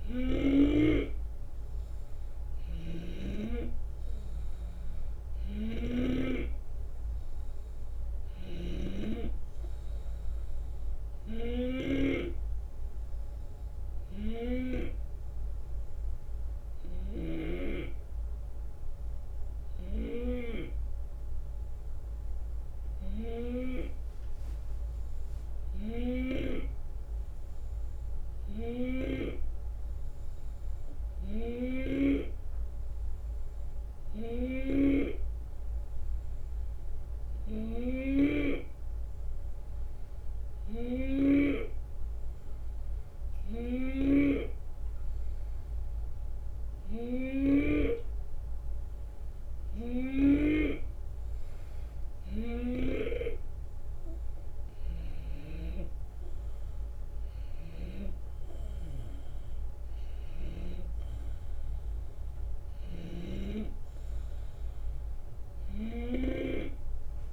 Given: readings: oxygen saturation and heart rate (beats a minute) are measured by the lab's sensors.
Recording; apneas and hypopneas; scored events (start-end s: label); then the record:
breathing in sleep by a room microphone; 1
2.50-6.00 s: snoring (device-marked)
8.00-17.00 s: snoring (device-marked)
12.50-49.50 s: hypopnea (oxygen 93% before, 88% lowest, heart rate 77 before, 72 extreme, up 4 after)
28.50-41.50 s: snoring (device-marked)
37.50-55.50 s: oxygen desaturation (device-marked, oxygen 93% before, 89% lowest, heart rate 75 before, 73 extreme)
43.50-50.50 s: snoring (device-marked)
53.50-67.32 s: drop in pulse transit time (device-marked, heart rate 76 before, 77 extreme)
56.00-61.00 s: arousal
From the record:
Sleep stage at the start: N2 (light sleep); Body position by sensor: on the left side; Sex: male